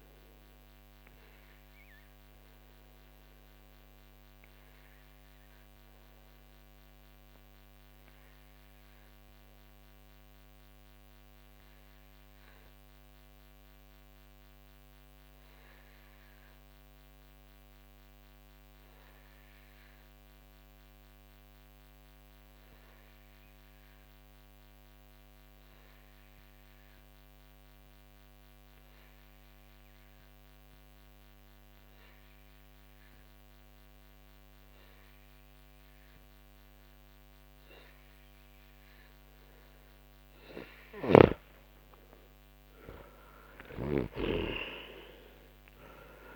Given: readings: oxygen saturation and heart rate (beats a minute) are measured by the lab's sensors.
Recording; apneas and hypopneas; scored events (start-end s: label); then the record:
a person awake in a sleep study, by a microphone on the trachea; none
30.00-46.36 s: new sleep stage, N1 (lightest sleep)
41.00-44.50 s: snoring (device-marked)
From the record:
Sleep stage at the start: awake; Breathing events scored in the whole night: 227 in 5.8 hours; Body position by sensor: on the back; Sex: male